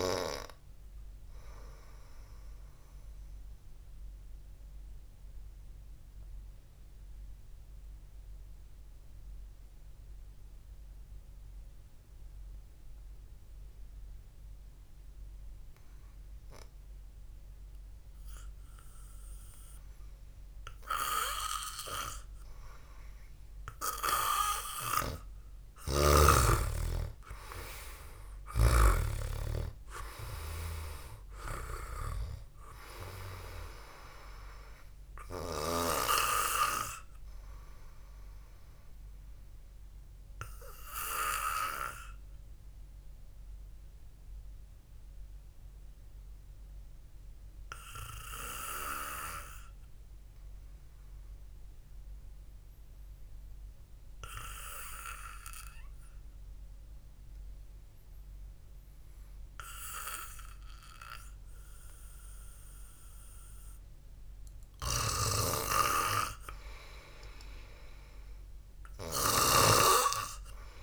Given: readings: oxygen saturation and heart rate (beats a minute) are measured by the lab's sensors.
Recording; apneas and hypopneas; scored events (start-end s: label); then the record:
breathing in sleep by a room microphone; 2
3.50-19.50 s: mixed apnea (oxygen 97% before, 90% lowest, heart rate 61 before, 54 extreme)
22.50-27.00 s: arousal
28.00-56.00 s: oxygen desaturation (device-marked, oxygen 98% before, 90% lowest, heart rate 65 before, 53 extreme)
39.50-61.50 s: mixed apnea (oxygen 98% before, 90% lowest, heart rate 59 before, 53 extreme, up 4 after)
63.50-68.00 s: arousal
65.50-70.00 s: snoring (device-marked)
From the record:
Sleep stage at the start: N2 (light sleep); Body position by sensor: on the back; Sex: male